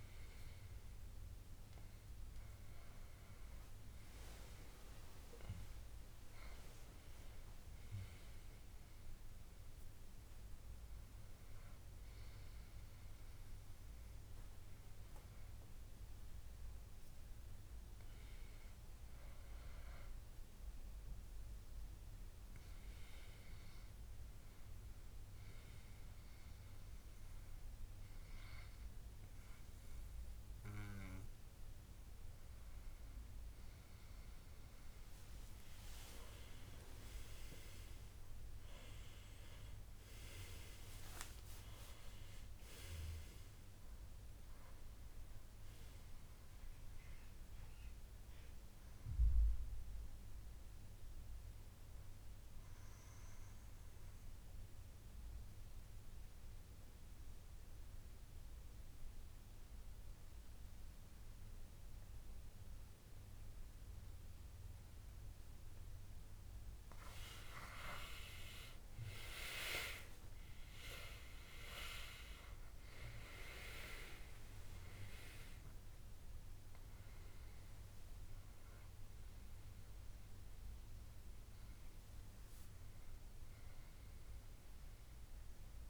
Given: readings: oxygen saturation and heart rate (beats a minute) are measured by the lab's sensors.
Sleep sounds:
breathing in sleep by a room microphone; 2
0.00-11.50 s: oxygen desaturation (device-marked, oxygen 91% lowest, heart rate 68 extreme)
12.00-16.50 s: arousal
23.00-35.50 s: hypopnea (oxygen 98% before, 91% lowest, heart rate 79 before, 67 extreme, up 13 after)
36.50-41.50 s: arousal
54.00-66.50 s: obstructive apnea (oxygen 98% before, 91% lowest, heart rate 76 before, 65 extreme, up 15 after)
69.00-72.50 s: arousal
70.50-85.90 s: oxygen desaturation (device-marked, oxygen 98% before, 91% lowest, heart rate 69 before, 69 extreme)
From the record:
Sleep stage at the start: N2 (light sleep); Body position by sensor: on the back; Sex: male

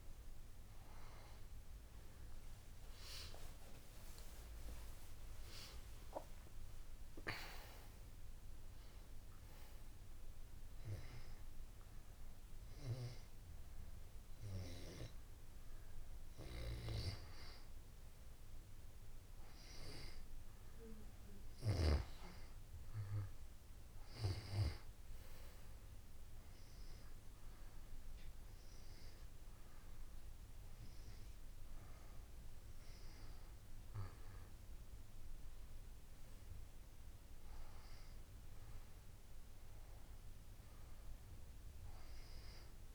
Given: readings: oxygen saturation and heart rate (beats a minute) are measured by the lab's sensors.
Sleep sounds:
a person partly awake in a sleep study, by a room microphone; 1
0.50-42.94 s: new sleep stage, N2 (light sleep)
20.50-32.50 s: oxygen desaturation (device-marked, oxygen 96% before, 93% lowest, heart rate 93 before, 88 extreme)
24.00-34.50 s: hypopnea (oxygen 97% before, 92% lowest, heart rate 92 before, 88 extreme, up 1 after)
41.00-42.94 s: arousal
From the record:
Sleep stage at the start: awake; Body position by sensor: on the back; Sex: female

